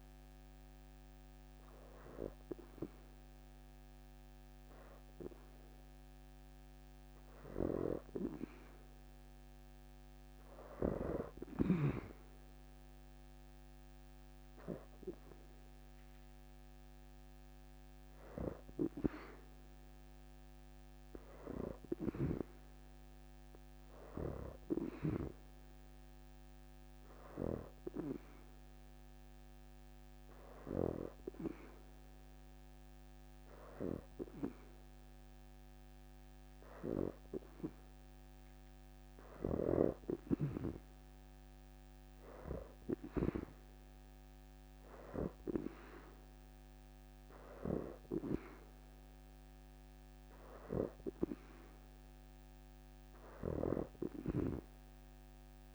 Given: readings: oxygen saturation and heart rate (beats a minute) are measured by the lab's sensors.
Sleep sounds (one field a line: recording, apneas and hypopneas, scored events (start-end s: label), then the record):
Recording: breathing in sleep by a microphone on the trachea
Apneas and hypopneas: 1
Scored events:
0.00-13.50 s: oxygen desaturation (device-marked, oxygen 84% lowest, heart rate 71 extreme)
19.00-23.50 s: arousal
26.50-35.50 s: oxygen desaturation (device-marked, oxygen 88% before, 83% lowest, heart rate 75 before, 70 extreme)
28.00-39.50 s: hypopnea (oxygen 88% before, 80% lowest, heart rate 75 before, 70 extreme, up 13 after)
43.50-46.50 s: arousal
From the record:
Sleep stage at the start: N2 (light sleep)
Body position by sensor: on the back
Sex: female